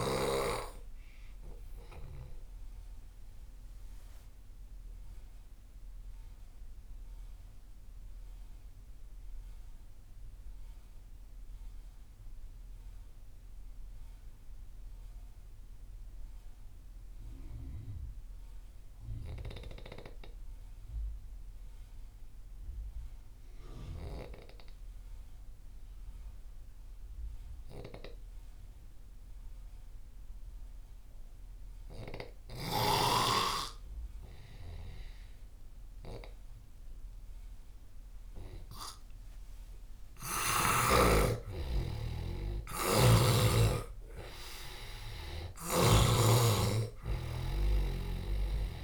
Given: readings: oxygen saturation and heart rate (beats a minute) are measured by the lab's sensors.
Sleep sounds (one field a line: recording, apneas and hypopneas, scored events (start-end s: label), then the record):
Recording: breathing in sleep by a room microphone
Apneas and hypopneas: 1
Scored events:
0.00-10.50 s: oxygen desaturation (device-marked, oxygen 87% lowest)
1.50-35.50 s: mixed apnea (oxygen 98% before, 87% lowest)
28.50-48.84 s: oxygen desaturation (device-marked, oxygen 98% before, 88% lowest)
38.00-42.50 s: arousal
From the record:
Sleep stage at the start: N2 (light sleep)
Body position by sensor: on the left side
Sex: male